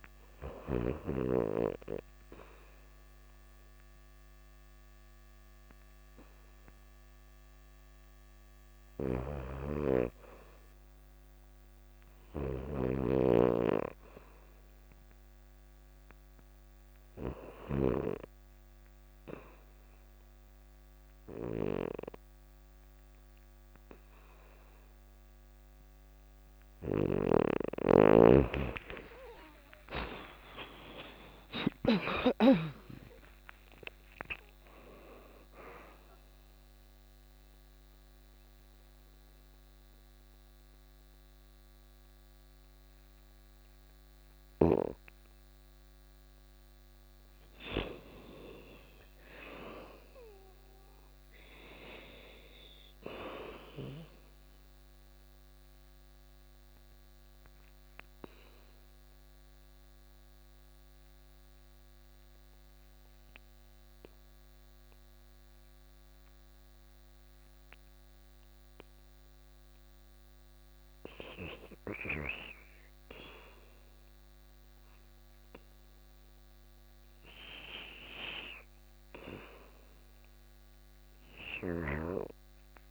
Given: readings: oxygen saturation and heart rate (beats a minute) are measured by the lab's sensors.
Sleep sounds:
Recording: breathing in sleep by a microphone on the trachea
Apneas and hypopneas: 3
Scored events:
0.00-1.00 s: arousal
0.00-13.50 s: oxygen desaturation (device-marked, oxygen 79% lowest, heart rate 84 extreme)
8.00-17.00 s: snoring (device-marked)
15.50-24.50 s: oxygen desaturation (device-marked, oxygen 86% before, 81% lowest, heart rate 87 before, 84 extreme)
16.50-26.50 s: obstructive apnea (oxygen 96% before, 81% lowest, heart rate 87 before, 84 extreme, up 11 after)
26.00-32.00 s: snoring (device-marked)
27.50-32.00 s: arousal
36.00-46.00 s: mixed apnea (oxygen 86% before, 81% lowest, heart rate 93 before, 146 extreme, up 24 after)
46.50-50.50 s: arousal
54.50-69.50 s: obstructive apnea (oxygen 99% before, 79% lowest, heart rate 171 before, 29 extreme, up 52 after)
57.50-62.50 s: oxygen desaturation (device-marked, oxygen 99% before, 88% lowest, heart rate 173 before, 29 extreme)
67.50-82.91 s: oxygen desaturation (device-marked, oxygen 98% before, 83% lowest, heart rate 179 before, 29 extreme)
74.00-79.50 s: arousal
80.50-82.91 s: snoring (device-marked)
From the record:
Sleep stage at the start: REM sleep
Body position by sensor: on the back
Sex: female

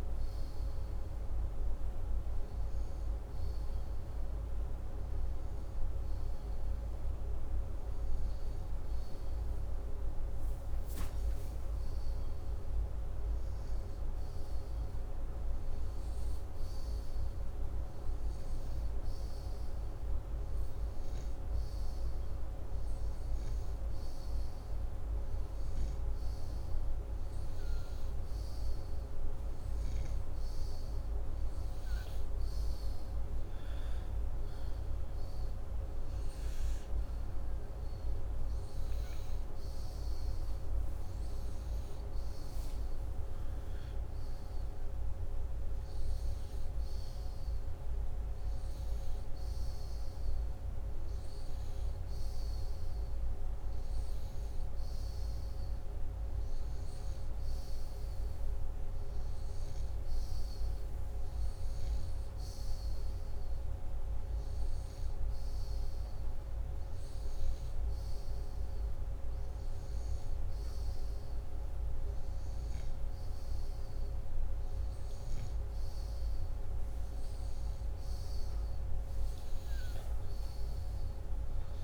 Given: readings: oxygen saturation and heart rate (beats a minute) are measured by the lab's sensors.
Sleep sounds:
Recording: breathing in sleep, hard to hear, by a room microphone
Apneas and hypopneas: none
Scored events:
74.50-78.50 s: arousal
From the record:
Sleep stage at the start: N2 (light sleep)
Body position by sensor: upright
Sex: male

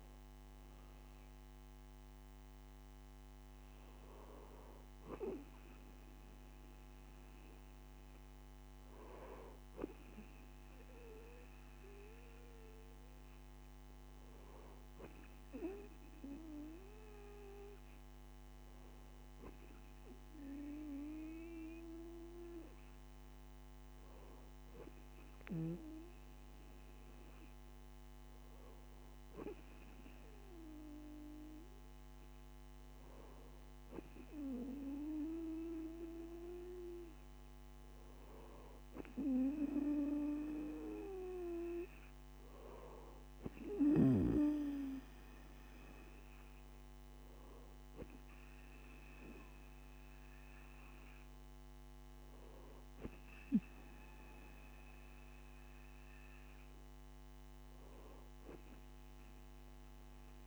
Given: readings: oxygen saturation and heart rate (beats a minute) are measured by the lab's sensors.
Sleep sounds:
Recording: breathing in sleep by a microphone on the trachea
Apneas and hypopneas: none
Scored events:
none scored
From the record:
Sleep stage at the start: N2 (light sleep)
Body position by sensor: on the right side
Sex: male

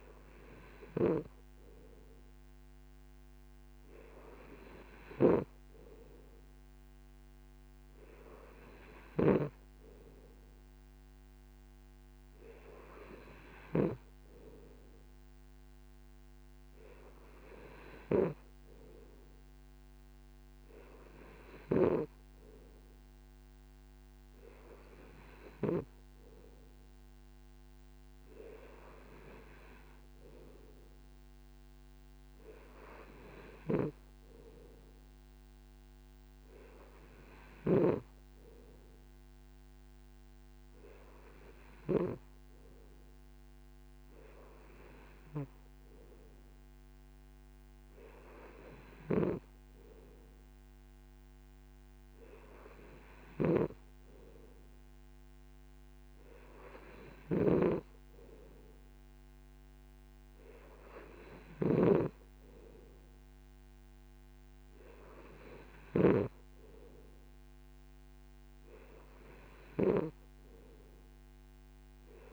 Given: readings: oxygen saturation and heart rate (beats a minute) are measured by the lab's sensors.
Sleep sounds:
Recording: breathing in sleep by a microphone on the trachea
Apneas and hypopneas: none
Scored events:
none scored
From the record:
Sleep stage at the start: N2 (light sleep)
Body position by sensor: on the right side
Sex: male

